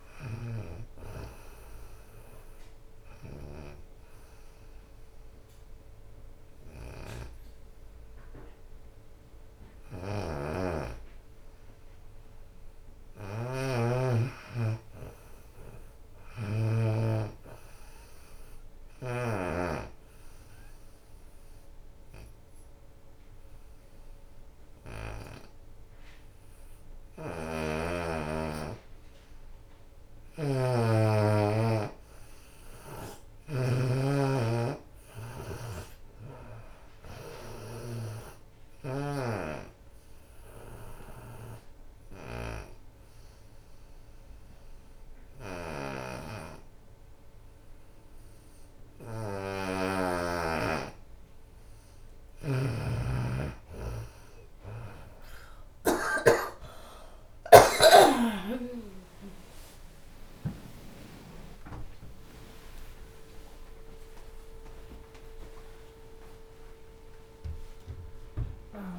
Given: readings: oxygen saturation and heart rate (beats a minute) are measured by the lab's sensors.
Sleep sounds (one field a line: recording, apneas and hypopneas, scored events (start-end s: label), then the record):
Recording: breathing in sleep by a room microphone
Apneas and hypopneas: 3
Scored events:
0.00-5.50 s: drop in pulse transit time (device-marked, heart rate 56 extreme)
0.00-15.50 s: oxygen desaturation (device-marked, oxygen 82% lowest, heart rate 55 extreme)
2.50-13.50 s: obstructive apnea (oxygen 92% before, 80% lowest, heart rate 65 before, 55 extreme, up 13 after)
10.50-12.50 s: long interval between heartbeats (device-marked, heart rate 71 before, 66 extreme)
15.00-18.00 s: arousal
17.00-19.00 s: long interval between heartbeats (device-marked, heart rate 70 before, 66 extreme)
18.50-22.50 s: bradycardia (device-marked, heart rate 80 before, 59 extreme)
19.00-21.00 s: long interval between heartbeats (device-marked, heart rate 71 before, 72 extreme)
19.50-29.50 s: obstructive apnea (oxygen 94% before, 80% lowest, heart rate 70 before, 53 extreme, up 19 after)
20.50-30.50 s: oxygen desaturation (device-marked, oxygen 94% before, 88% lowest, heart rate 70 before, 53 extreme)
30.50-35.00 s: arousal
31.00-33.00 s: long interval between heartbeats (device-marked, heart rate 65 before, 74 extreme)
33.50-43.50 s: drop in pulse transit time (device-marked, heart rate 66 before, 59 extreme)
34.00-36.00 s: long interval between heartbeats (device-marked, heart rate 66 before, 63 extreme)
36.50-51.50 s: oxygen desaturation (device-marked, oxygen 90% before, 82% lowest, heart rate 66 before, 53 extreme)
39.00-41.00 s: long interval between heartbeats (device-marked, heart rate 66 before, 69 extreme)
39.50-50.50 s: obstructive apnea (oxygen 94% before, 80% lowest, heart rate 66 before, 53 extreme, up 31 after)
41.50-47.50 s: bradycardia (device-marked, heart rate 79 before, 53 extreme)
42.50-44.50 s: long interval between heartbeats (device-marked, heart rate 67 before, 73 extreme)
52.50-56.00 s: arousal
56.50-68.99 s: drop in pulse transit time (device-marked, heart rate 66 before, 77 extreme)
57.50-68.99 s: oxygen desaturation (device-marked, oxygen 91% before, 80% lowest, heart rate 67 before, 63 extreme)
60.50-62.50 s: long interval between heartbeats (device-marked, heart rate 69 before, 102 extreme)
60.50-68.99 s: new sleep stage, N1 (lightest sleep)
62.50-64.50 s: long interval between heartbeats (device-marked, heart rate 73 before, 125 extreme)
From the record:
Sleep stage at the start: N2 (light sleep)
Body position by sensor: on the right side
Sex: female